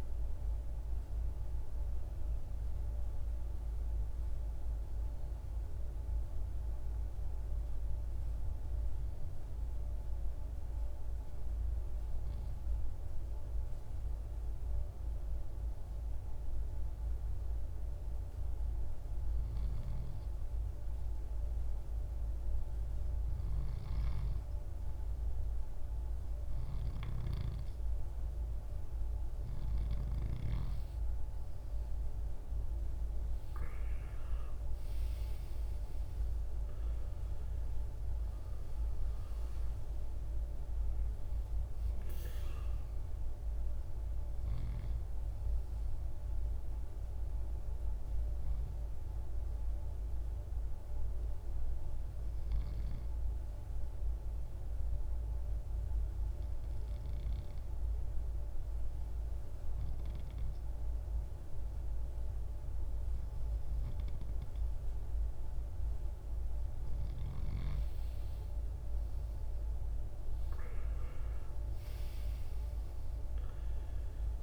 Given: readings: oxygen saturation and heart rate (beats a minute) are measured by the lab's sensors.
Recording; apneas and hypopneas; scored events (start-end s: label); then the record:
breathing in sleep, hard to hear, by a room microphone; 2
0.00-9.00 s: oxygen desaturation (device-marked, oxygen 86% lowest, heart rate 51 extreme)
2.00-29.00 s: hypopnea (oxygen 98% before, 86% lowest, heart rate 67 before, 51 extreme, up 9 after)
31.00-56.00 s: oxygen desaturation (device-marked, oxygen 98% before, 92% lowest, heart rate 55 before, 53 extreme)
31.50-34.00 s: arousal
49.00-65.50 s: obstructive apnea (oxygen 99% before, 91% lowest, heart rate 62 before, 53 extreme, up 11 after)
68.00-70.50 s: arousal
73.00-74.42 s: oxygen desaturation (device-marked, oxygen 97% before, 91% lowest, heart rate 56 before, 53 extreme)
From the record:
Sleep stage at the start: N2 (light sleep); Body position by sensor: on the right side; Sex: male